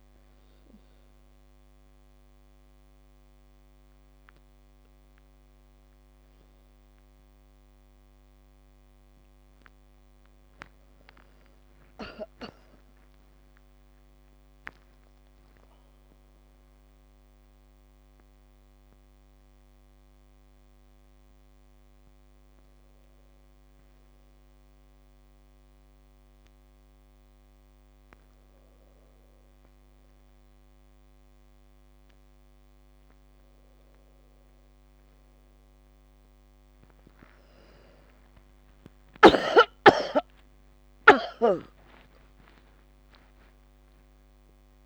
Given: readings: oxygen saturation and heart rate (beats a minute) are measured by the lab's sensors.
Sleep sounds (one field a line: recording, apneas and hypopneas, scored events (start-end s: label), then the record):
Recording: a person awake in a sleep study, by a microphone on the trachea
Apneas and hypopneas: none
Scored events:
21.50-44.86 s: new sleep stage, awake
From the record:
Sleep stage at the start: N1 (lightest sleep)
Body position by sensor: on the back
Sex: female